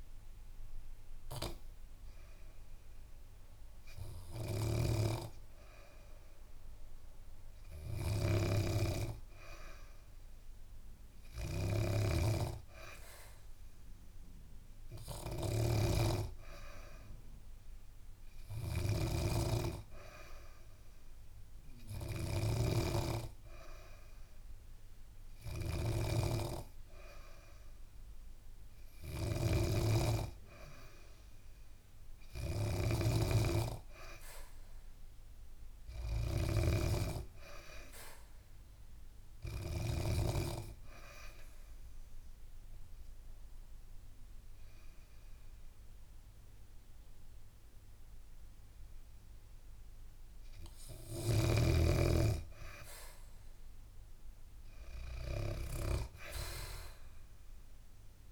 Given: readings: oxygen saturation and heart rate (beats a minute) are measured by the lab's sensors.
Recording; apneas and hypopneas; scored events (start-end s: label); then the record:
breathing in sleep by a room microphone; 1
0.00-9.00 s: oxygen desaturation (device-marked, oxygen 91% lowest, heart rate 71 extreme)
4.00-40.00 s: snoring (device-marked)
40.00-50.50 s: obstructive apnea (oxygen 95% before, 89% lowest, heart rate 74 before, 69 extreme, up 2 after)
51.00-58.32 s: snoring (device-marked)
52.00-55.00 s: arousal
From the record:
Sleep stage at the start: N3 (deep sleep); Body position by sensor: on the back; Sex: female